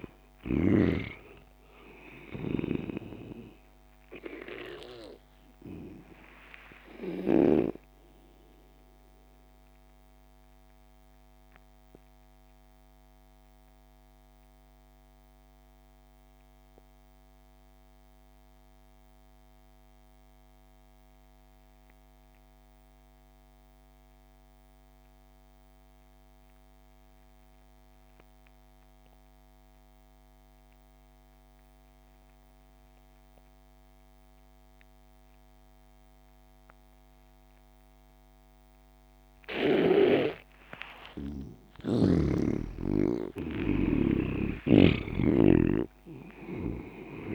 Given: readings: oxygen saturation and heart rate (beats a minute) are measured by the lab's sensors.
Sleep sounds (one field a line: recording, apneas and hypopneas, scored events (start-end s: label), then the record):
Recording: breathing in sleep by a microphone on the trachea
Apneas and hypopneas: 1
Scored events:
0.00-16.00 s: oxygen desaturation (device-marked, oxygen 83% lowest)
7.50-40.50 s: mixed apnea (oxygen 98% before, 79% lowest)
32.00-47.35 s: oxygen desaturation (device-marked, oxygen 98% before, 79% lowest)
41.00-45.00 s: arousal
44.50-47.35 s: snoring (device-marked)
From the record:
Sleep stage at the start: N2 (light sleep)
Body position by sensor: on the back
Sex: male